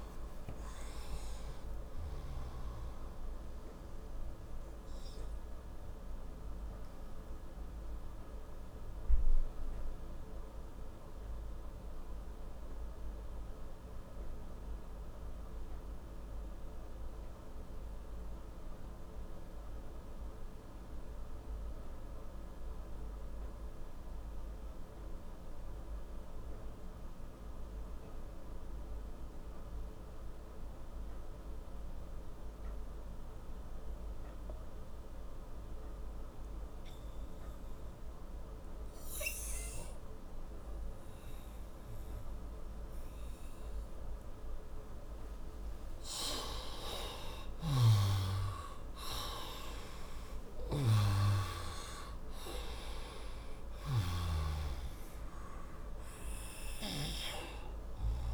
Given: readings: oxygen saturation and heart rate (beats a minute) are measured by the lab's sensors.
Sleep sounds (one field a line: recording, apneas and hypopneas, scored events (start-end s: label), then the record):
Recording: breathing in sleep by a room microphone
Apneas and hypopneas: 1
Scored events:
0.00-20.50 s: oxygen desaturation (device-marked, oxygen 86% lowest)
8.00-42.50 s: mixed apnea (oxygen 97% before, 86% lowest, heart rate 39 before, 36 extreme, up 26 after)
39.50-58.34 s: oxygen desaturation (device-marked, oxygen 98% before, 86% lowest, heart rate 61 before, 36 extreme)
45.50-50.00 s: arousal
47.00-54.00 s: snoring (device-marked)
From the record:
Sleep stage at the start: N2 (light sleep)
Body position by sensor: on the right side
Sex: male